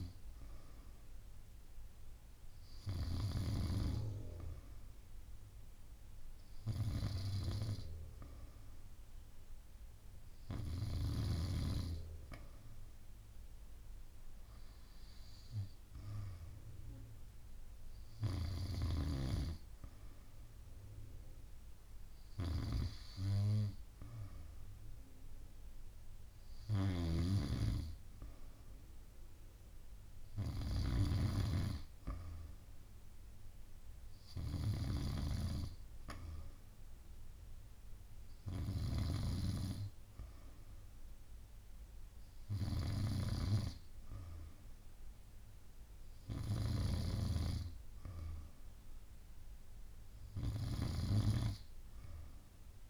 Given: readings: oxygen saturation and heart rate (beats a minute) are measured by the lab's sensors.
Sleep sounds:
breathing in sleep by a room microphone; none
0.00-2.00 s: arousal
26.50-52.90 s: snoring (device-marked)
From the record:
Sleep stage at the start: N2 (light sleep); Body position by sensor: on the back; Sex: female

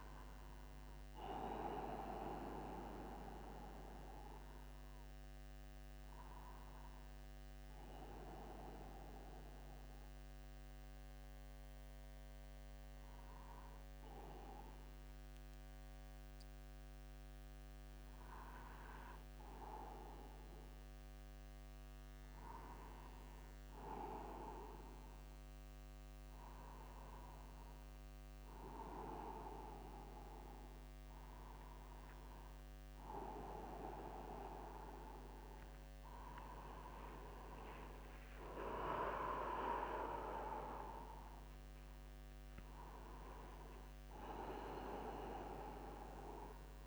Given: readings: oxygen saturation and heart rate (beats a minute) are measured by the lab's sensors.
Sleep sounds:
a person awake in a sleep study, by a microphone on the trachea; none
3.50-5.50 s: long interval between heartbeats (device-marked, heart rate 60 before, 66 extreme)
14.00-16.00 s: long interval between heartbeats (device-marked, heart rate 61 before, 64 extreme)
20.00-22.00 s: long interval between heartbeats (device-marked, heart rate 62 before, 67 extreme)
25.50-27.50 s: long interval between heartbeats (device-marked, heart rate 65 before, 64 extreme)
30.50-32.50 s: long interval between heartbeats (device-marked, heart rate 64 before, 75 extreme)
32.50-34.50 s: long interval between heartbeats (device-marked, heart rate 66 before, 86 extreme)
37.50-39.50 s: long interval between heartbeats (device-marked, heart rate 74 before, 110 extreme)
40.50-42.50 s: long interval between heartbeats (device-marked, heart rate 82 before, 122 extreme)
43.00-45.00 s: long interval between heartbeats (device-marked, heart rate 88 before, 126 extreme)
From the record:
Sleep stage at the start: awake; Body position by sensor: upright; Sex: male

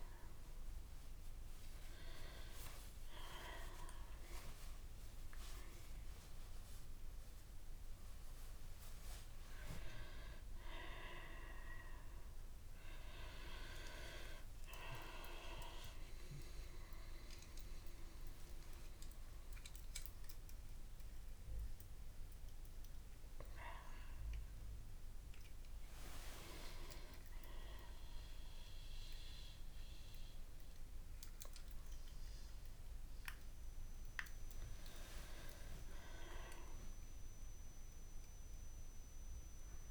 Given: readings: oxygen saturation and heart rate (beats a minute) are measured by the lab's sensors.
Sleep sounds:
a person awake in a sleep study, by a room microphone; none
8.00-15.00 s: oxygen desaturation (device-marked, oxygen 97% before, 94% lowest)
21.00-39.91 s: new sleep stage, N2 (light sleep)
From the record:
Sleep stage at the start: awake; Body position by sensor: on the back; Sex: female

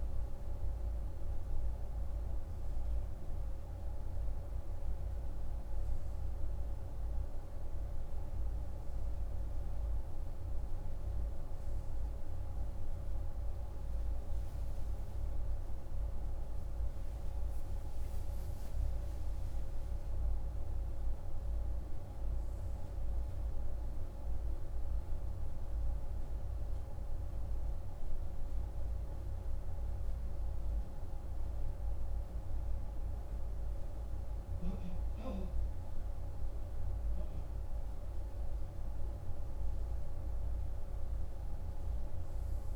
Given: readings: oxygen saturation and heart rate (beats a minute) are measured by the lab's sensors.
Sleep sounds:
breathing in sleep, hard to hear, by a room microphone; none
14.50-20.00 s: arousal
From the record:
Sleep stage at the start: N2 (light sleep); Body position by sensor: on the right side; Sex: male

